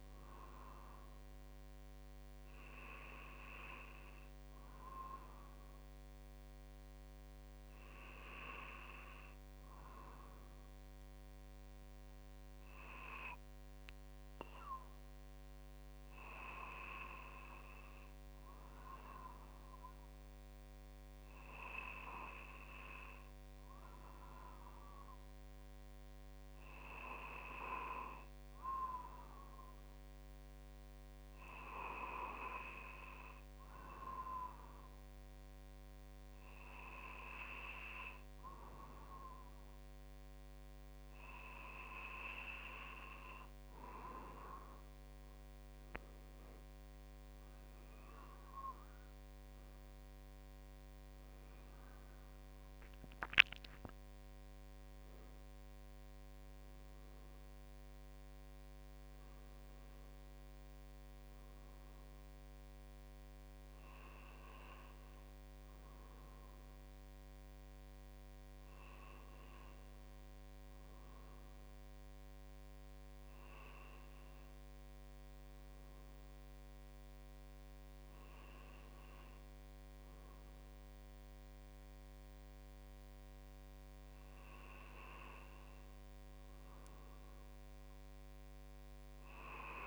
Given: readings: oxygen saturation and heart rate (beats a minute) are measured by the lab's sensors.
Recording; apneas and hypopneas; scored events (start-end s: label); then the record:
breathing in sleep by a microphone on the trachea; none
0.00-4.00 s: arousal
49.00-53.50 s: arousal
From the record:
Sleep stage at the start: N2 (light sleep); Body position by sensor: on the right side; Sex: male